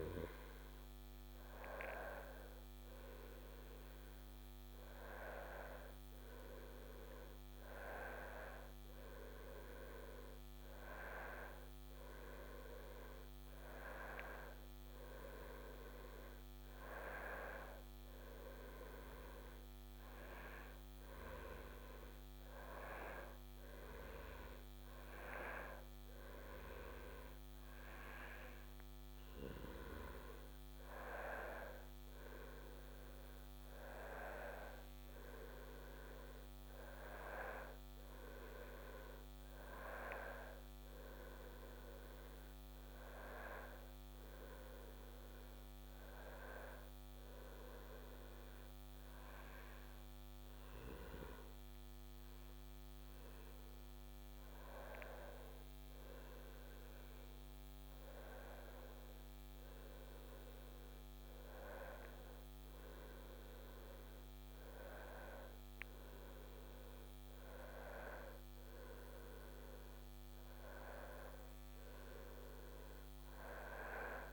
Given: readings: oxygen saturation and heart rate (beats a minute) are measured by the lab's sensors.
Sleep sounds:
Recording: a person awake in a sleep study, by a microphone on the trachea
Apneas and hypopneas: none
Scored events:
none scored
From the record:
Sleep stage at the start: awake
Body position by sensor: on the back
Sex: male

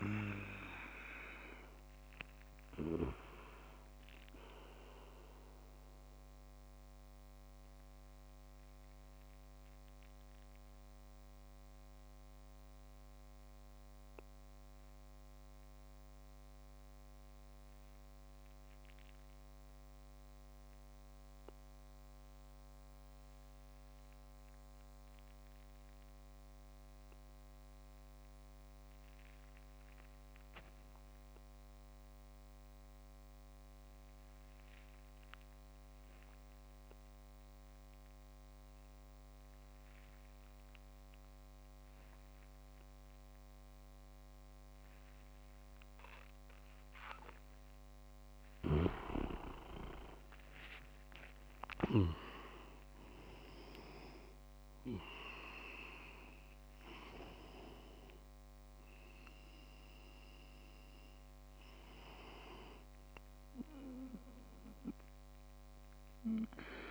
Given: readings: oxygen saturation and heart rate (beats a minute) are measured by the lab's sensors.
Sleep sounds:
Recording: breathing in sleep by a microphone on the trachea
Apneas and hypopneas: 1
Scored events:
7.50-46.50 s: mixed apnea (oxygen 97% before, 93% lowest)
10.50-19.50 s: oxygen desaturation (device-marked, oxygen 96% before, 93% lowest)
48.00-52.00 s: snoring (device-marked)
49.50-54.50 s: arousal
50.00-53.00 s: leg movement (device-marked)
From the record:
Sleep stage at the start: N2 (light sleep)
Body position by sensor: on the back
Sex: male

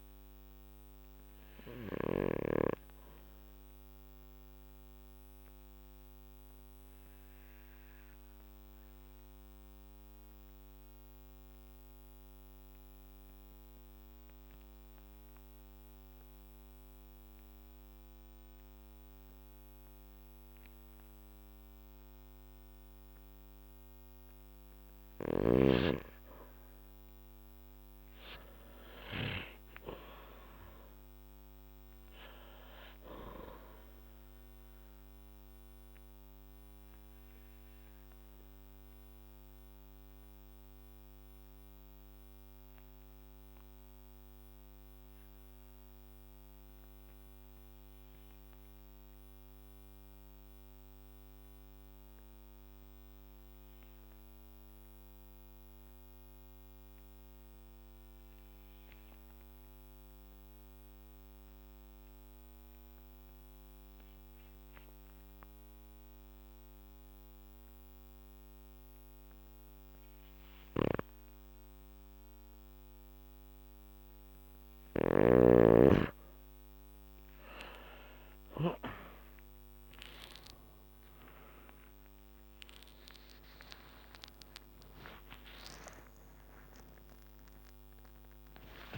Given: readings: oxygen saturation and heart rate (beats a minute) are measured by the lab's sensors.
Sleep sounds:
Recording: breathing in sleep by a microphone on the trachea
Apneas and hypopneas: 2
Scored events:
0.00-2.00 s: snoring (device-marked)
4.00-24.00 s: obstructive apnea (oxygen 98% before, 91% lowest, heart rate 57 before, 49 extreme, up 7 after)
15.00-31.00 s: oxygen desaturation (device-marked, oxygen 97% before, 91% lowest, heart rate 56 before, 51 extreme)
27.00-30.50 s: arousal
36.00-73.00 s: obstructive apnea (oxygen 98% before, 91% lowest, heart rate 55 before, 48 extreme, up 10 after)
55.00-71.00 s: oxygen desaturation (device-marked, oxygen 97% before, 93% lowest, heart rate 54 before, 48 extreme)
70.50-78.50 s: snoring (device-marked)
81.50-88.98 s: arousal
83.50-85.50 s: long interval between heartbeats (device-marked, heart rate 52 before, 69 extreme)
86.00-88.00 s: long interval between heartbeats (device-marked, heart rate 58 before, 123 extreme)
From the record:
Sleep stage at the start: N2 (light sleep)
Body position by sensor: on the back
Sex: male

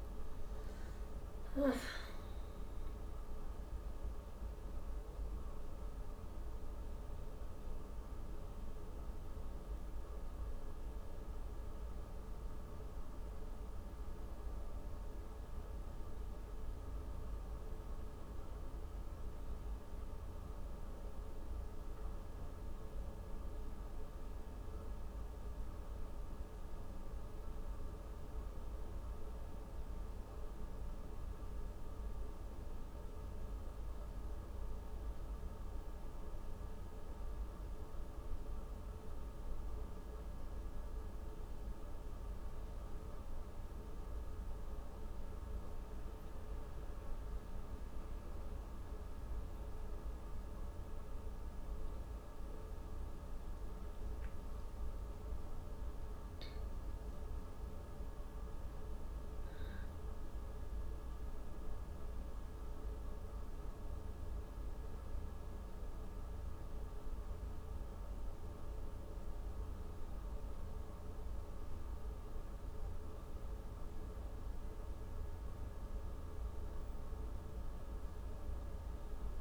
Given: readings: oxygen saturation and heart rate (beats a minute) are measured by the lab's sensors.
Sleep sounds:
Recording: breathing in sleep, hard to hear, by a room microphone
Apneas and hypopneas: none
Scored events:
none scored
From the record:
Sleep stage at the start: N1 (lightest sleep)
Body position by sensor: on the back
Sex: female

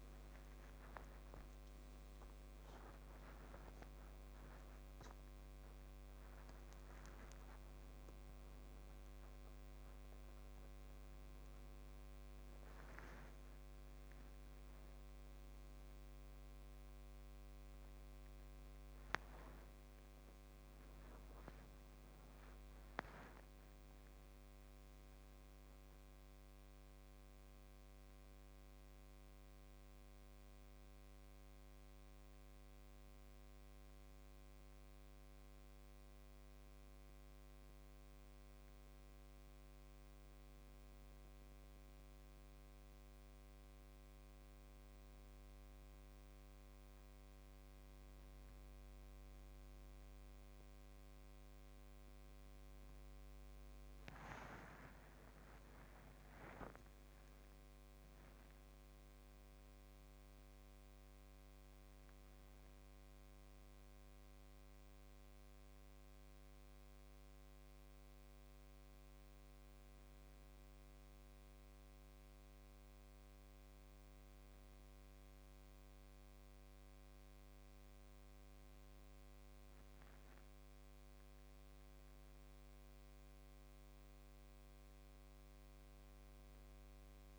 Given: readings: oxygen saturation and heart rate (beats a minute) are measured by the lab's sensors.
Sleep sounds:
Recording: a person awake in a sleep study, by a microphone on the trachea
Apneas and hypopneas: none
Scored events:
none scored
From the record:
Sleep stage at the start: awake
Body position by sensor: upright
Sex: male

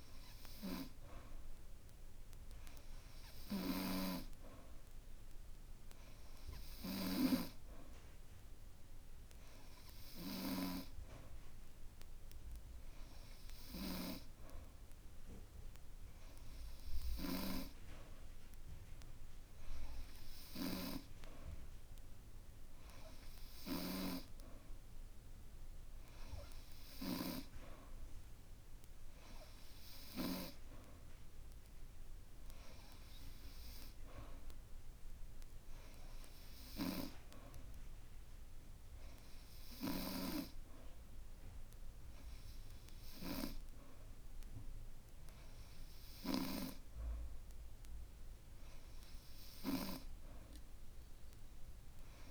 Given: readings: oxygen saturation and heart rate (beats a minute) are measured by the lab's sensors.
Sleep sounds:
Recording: breathing in sleep by a room microphone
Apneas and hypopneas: none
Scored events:
none scored
From the record:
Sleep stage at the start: N2 (light sleep)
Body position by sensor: on the back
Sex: male

